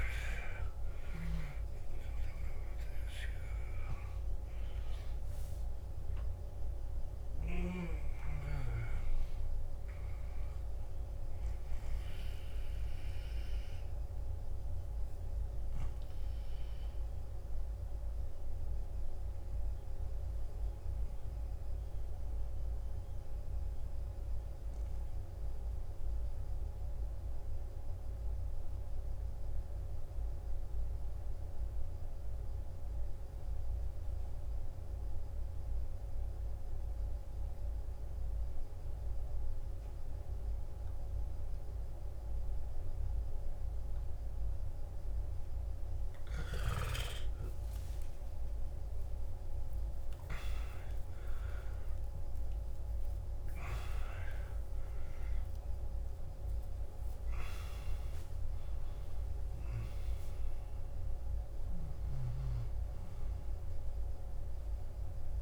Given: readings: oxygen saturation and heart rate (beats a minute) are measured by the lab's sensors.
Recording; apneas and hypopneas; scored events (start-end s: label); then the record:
breathing in sleep by a room microphone; 1
0.00-23.00 s: oxygen desaturation (device-marked, oxygen 97% before, 88% lowest, heart rate 54 before, 53 extreme)
15.00-46.00 s: obstructive apnea (oxygen 95% before, 88% lowest, heart rate 67 before, 53 extreme, up 17 after)
40.00-60.00 s: oxygen desaturation (device-marked, oxygen 98% before, 93% lowest, heart rate 54 before, 53 extreme)
47.00-51.00 s: arousal
From the record:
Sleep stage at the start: N2 (light sleep); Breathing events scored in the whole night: 244 in 3.9 hours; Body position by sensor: on the back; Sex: male